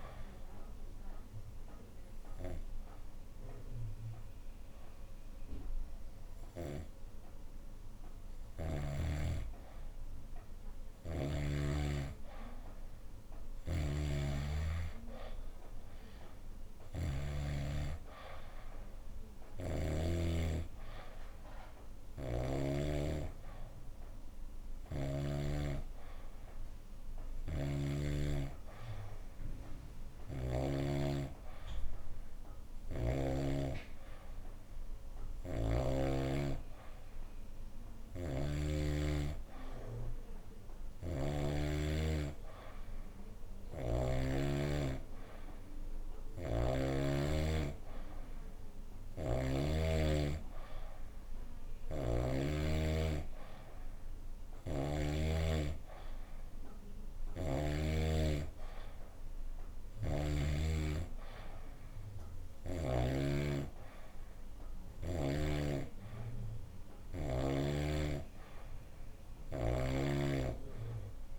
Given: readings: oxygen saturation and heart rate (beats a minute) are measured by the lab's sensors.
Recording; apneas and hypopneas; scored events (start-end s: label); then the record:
breathing in sleep by a room microphone; 1
0.50-10.50 s: hypopnea (oxygen 93% before, 90% lowest, heart rate 78 before, 70 extreme, up 3 after)
12.50-15.50 s: arousal
13.00-17.00 s: snoring (device-marked)
17.50-28.50 s: oxygen desaturation (device-marked, oxygen 96% before, 92% lowest, heart rate 75 before, 72 extreme)
19.00-22.50 s: snoring (device-marked)
27.00-30.50 s: snoring (device-marked)
35.00-38.50 s: snoring (device-marked)
40.50-44.00 s: snoring (device-marked)
48.50-52.00 s: snoring (device-marked)
54.00-57.50 s: snoring (device-marked)
59.50-63.00 s: snoring (device-marked)
From the record:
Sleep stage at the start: N2 (light sleep); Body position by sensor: on the back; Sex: female